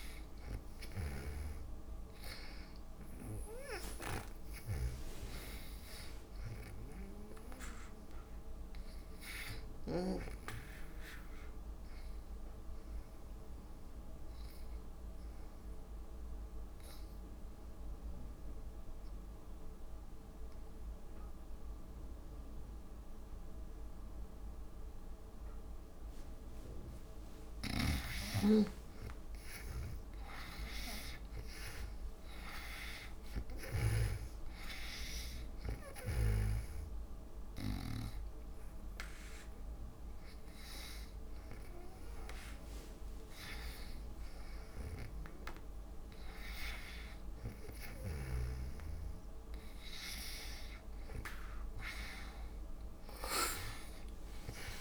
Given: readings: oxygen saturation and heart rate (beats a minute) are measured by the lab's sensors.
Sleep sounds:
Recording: breathing in sleep by a room microphone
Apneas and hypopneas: 1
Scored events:
0.00-12.50 s: oxygen desaturation (device-marked, oxygen 89% lowest)
1.50-10.50 s: snoring (device-marked)
13.50-27.00 s: obstructive apnea (oxygen 96% before, 82% lowest)
27.50-46.50 s: oxygen desaturation (device-marked, oxygen 97% before, 82% lowest)
28.00-34.50 s: snoring (device-marked)
29.50-33.50 s: arousal
53.00-54.81 s: arousal
From the record:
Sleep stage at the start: N2 (light sleep)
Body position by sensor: on the back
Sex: female

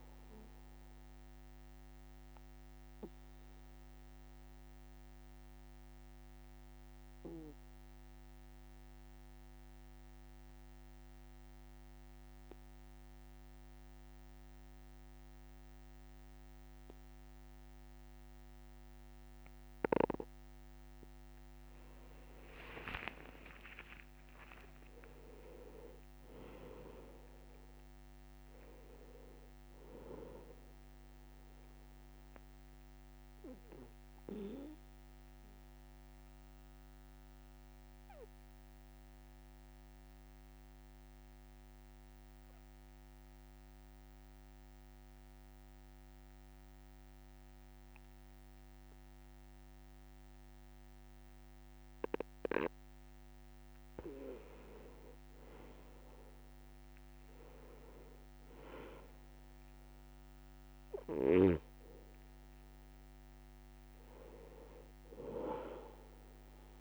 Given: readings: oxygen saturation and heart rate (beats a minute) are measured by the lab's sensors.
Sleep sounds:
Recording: breathing in sleep by a microphone on the trachea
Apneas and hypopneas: 2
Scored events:
0.00-12.00 s: oxygen desaturation (device-marked, oxygen 92% lowest, heart rate 59 extreme)
1.00-20.00 s: obstructive apnea (oxygen 97% before, 92% lowest, heart rate 62 before, 59 extreme, up 5 after)
5.00-9.00 s: bradycardia (device-marked, heart rate 64 before, 59 extreme)
22.00-27.00 s: arousal
23.00-45.00 s: oxygen desaturation (device-marked, oxygen 98% before, 93% lowest, heart rate 60 before, 59 extreme)
32.50-52.00 s: obstructive apnea (oxygen 98% before, 90% lowest, heart rate 62 before, 59 extreme, up 4 after)
54.00-58.00 s: arousal
58.00-66.81 s: oxygen desaturation (device-marked, oxygen 98% before, 92% lowest, heart rate 61 before, 60 extreme)
From the record:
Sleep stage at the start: N2 (light sleep)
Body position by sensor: on the back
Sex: male

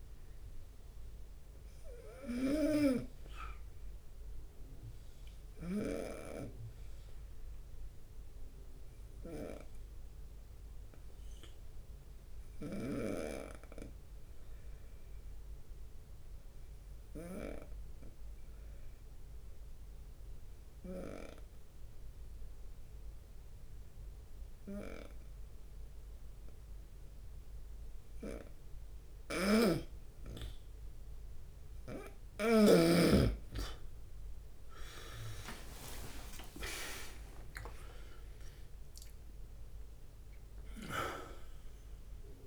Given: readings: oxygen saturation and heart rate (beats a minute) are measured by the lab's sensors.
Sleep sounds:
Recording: breathing in sleep by a room microphone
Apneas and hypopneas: 1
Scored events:
0.00-18.00 s: oxygen desaturation (device-marked, oxygen 92% lowest, heart rate 69 extreme)
5.00-28.50 s: obstructive apnea (oxygen 98% before, 88% lowest, heart rate 73 before, 69 extreme, up 11 after)
13.00-18.00 s: snoring (device-marked)
26.50-29.50 s: leg movement (device-marked)
30.00-33.50 s: snoring (device-marked)
30.00-42.47 s: oxygen desaturation (device-marked, oxygen 96% before, 88% lowest, heart rate 71 before, 66 extreme)
35.50-41.00 s: arousal
35.50-42.47 s: leg movement (device-marked)
36.50-38.50 s: long interval between heartbeats (device-marked, heart rate 72 before, 83 extreme)
37.00-42.47 s: drop in pulse transit time (device-marked, heart rate 73 before, 79 extreme)
From the record:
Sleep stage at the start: N2 (light sleep)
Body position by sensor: on the right side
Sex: male

